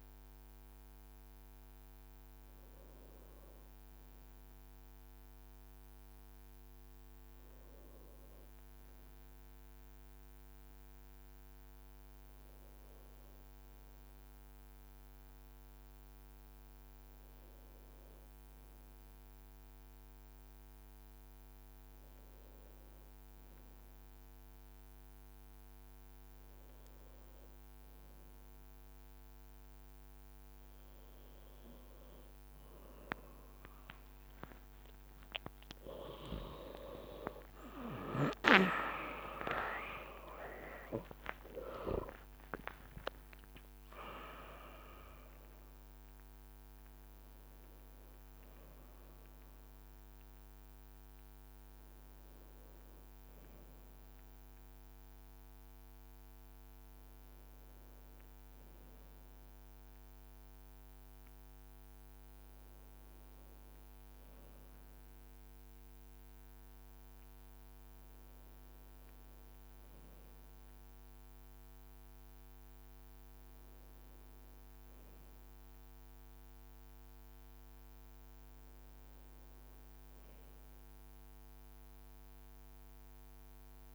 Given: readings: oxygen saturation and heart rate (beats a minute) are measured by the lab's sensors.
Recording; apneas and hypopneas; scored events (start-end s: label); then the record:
breathing in sleep by a microphone on the trachea; none
0.00-7.00 s: leg movement (device-marked)
8.50-13.50 s: leg movement (device-marked)
14.00-24.50 s: leg movement (device-marked)
26.50-32.00 s: leg movement (device-marked)
34.00-42.50 s: leg movement (device-marked)
36.50-42.00 s: arousal
37.00-39.00 s: long interval between heartbeats (device-marked, heart rate 64 before, 77 extreme)
37.00-45.00 s: tachycardia (device-marked, heart rate 62 before, 135 extreme)
40.00-42.00 s: long interval between heartbeats (device-marked, heart rate 66 before, 101 extreme)
43.00-45.00 s: long interval between heartbeats (device-marked, heart rate 74 before, 134 extreme)
43.50-48.00 s: leg movement (device-marked)
From the record:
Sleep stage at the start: N1 (lightest sleep); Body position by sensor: on the back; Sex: male